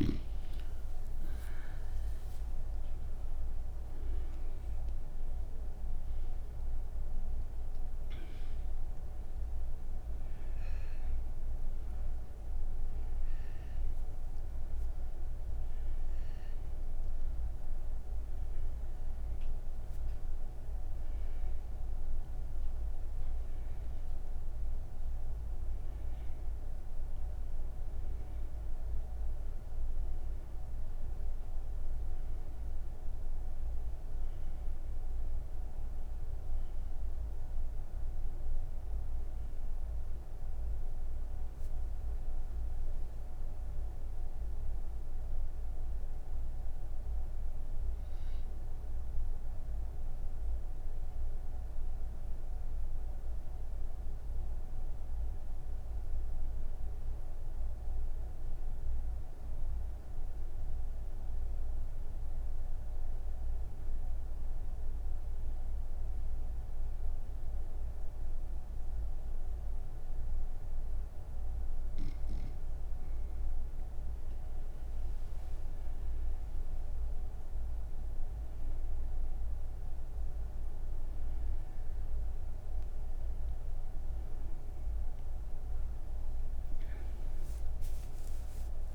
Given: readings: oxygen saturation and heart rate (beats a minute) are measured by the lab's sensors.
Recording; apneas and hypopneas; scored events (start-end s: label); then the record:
breathing in sleep, hard to hear, by a room microphone; none
29.00-54.00 s: oxygen desaturation (device-marked, oxygen 93% before, 87% lowest)
77.00-88.95 s: oxygen desaturation (device-marked, oxygen 99% before, 94% lowest)
From the record:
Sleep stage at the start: N3 (deep sleep); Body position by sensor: on the right side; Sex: female